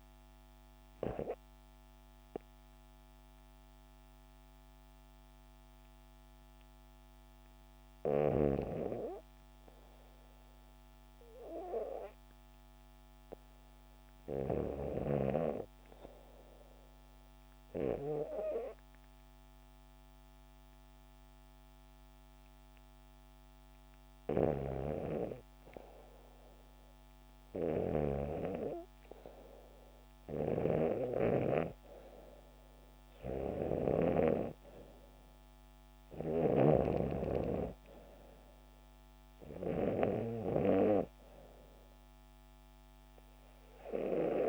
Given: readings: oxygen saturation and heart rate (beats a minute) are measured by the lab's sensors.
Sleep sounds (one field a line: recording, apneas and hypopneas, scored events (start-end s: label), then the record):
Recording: breathing in sleep by a microphone on the trachea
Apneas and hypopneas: 1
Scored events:
1.50-23.00 s: hypopnea (oxygen 97% before, 90% lowest, heart rate 74 before, 71 extreme, up 2 after)
21.50-44.49 s: oxygen desaturation (device-marked, oxygen 96% before, 90% lowest, heart rate 74 before, 74 extreme)
26.50-29.50 s: arousal
From the record:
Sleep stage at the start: REM sleep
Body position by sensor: on the back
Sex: female